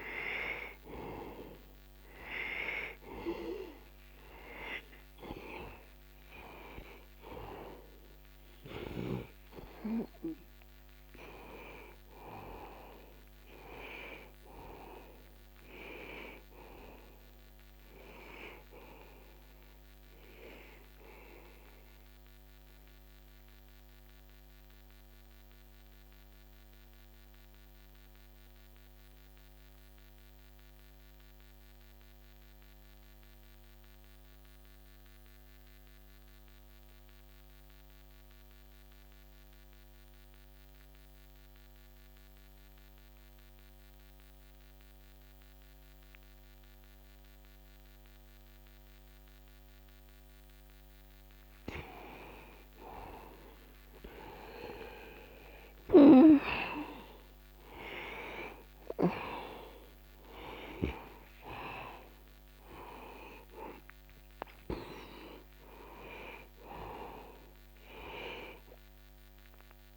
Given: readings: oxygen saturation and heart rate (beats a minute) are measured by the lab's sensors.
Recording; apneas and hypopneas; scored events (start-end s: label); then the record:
breathing in sleep by a microphone on the trachea; 1
0.00-43.00 s: oxygen desaturation (device-marked, oxygen 89% lowest, heart rate 61 extreme)
24.00-52.50 s: mixed apnea (oxygen 95% before, 85% lowest, heart rate 62 before, 61 extreme, up 0 after)
53.50-58.50 s: arousal
56.00-69.97 s: oxygen desaturation (device-marked, oxygen 97% before, 85% lowest, heart rate 62 before, 61 extreme)
From the record:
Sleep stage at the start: N2 (light sleep); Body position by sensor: on the back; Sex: male